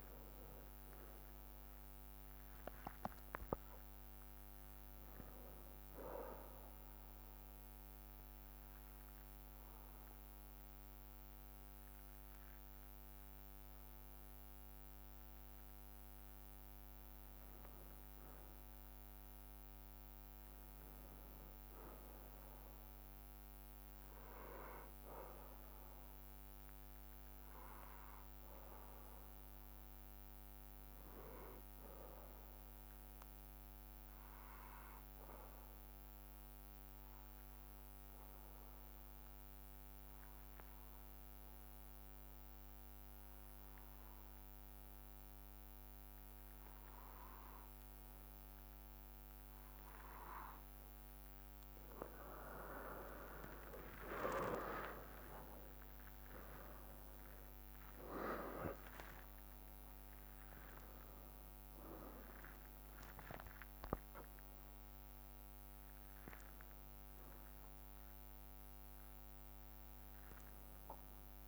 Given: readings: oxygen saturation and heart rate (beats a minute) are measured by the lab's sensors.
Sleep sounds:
breathing in sleep by a microphone on the trachea; 2
0.00-3.00 s: arousal
6.50-17.50 s: obstructive apnea (oxygen 96% before, 93% lowest, heart rate 61 before, 55 extreme, up 3 after)
7.00-14.00 s: bradycardia (device-marked, heart rate 67 before, 57 extreme)
17.00-57.00 s: bradycardia (device-marked, heart rate 67 before, 50 extreme)
19.50-22.00 s: arousal
35.00-51.00 s: obstructive apnea (oxygen 96% before, 93% lowest, heart rate 58 before, 50 extreme, up 9 after)
52.00-71.48 s: new sleep stage, N1 (lightest sleep)
52.50-57.50 s: arousal
55.00-70.00 s: drop in pulse transit time (device-marked, heart rate 54 before, 54 extreme)
From the record:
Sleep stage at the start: N2 (light sleep); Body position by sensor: on the back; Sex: male

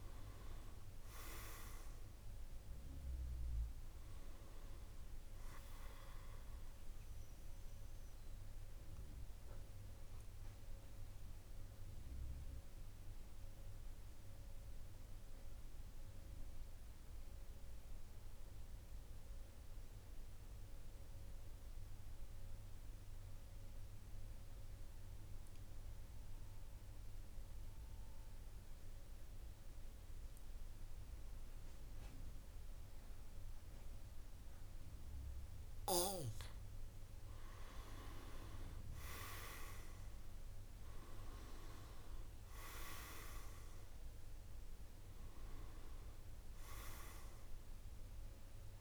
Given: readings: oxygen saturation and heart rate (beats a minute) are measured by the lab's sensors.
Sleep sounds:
breathing in sleep by a room microphone; 1
0.00-17.00 s: oxygen desaturation (device-marked, oxygen 90% lowest, heart rate 45 extreme)
7.50-34.50 s: obstructive apnea (oxygen 99% before, 88% lowest, heart rate 55 before, 45 extreme, up 9 after)
31.00-48.81 s: oxygen desaturation (device-marked, oxygen 99% before, 88% lowest, heart rate 48 before, 45 extreme)
37.50-41.50 s: arousal
From the record:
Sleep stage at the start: N2 (light sleep); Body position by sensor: on the back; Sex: male

